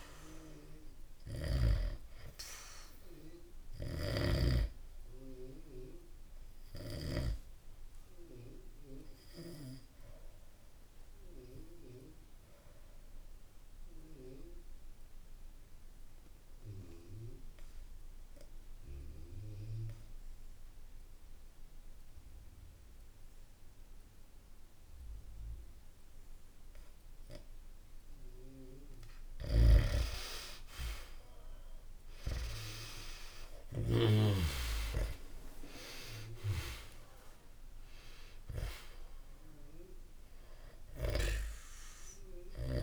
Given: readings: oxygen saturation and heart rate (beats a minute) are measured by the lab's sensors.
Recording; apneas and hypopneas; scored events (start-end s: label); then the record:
breathing in sleep by a room microphone; 1
0.00-17.50 s: oxygen desaturation (device-marked, oxygen 90% lowest, heart rate 58 extreme)
2.00-28.50 s: obstructive apnea (oxygen 97% before, 89% lowest, heart rate 66 before, 58 extreme, up 7 after)
28.50-42.83 s: oxygen desaturation (device-marked, oxygen 98% before, 89% lowest, heart rate 67 before, 62 extreme)
29.00-33.50 s: snoring (device-marked)
30.00-35.00 s: arousal
From the record:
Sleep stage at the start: N2 (light sleep); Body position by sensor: on the back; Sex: male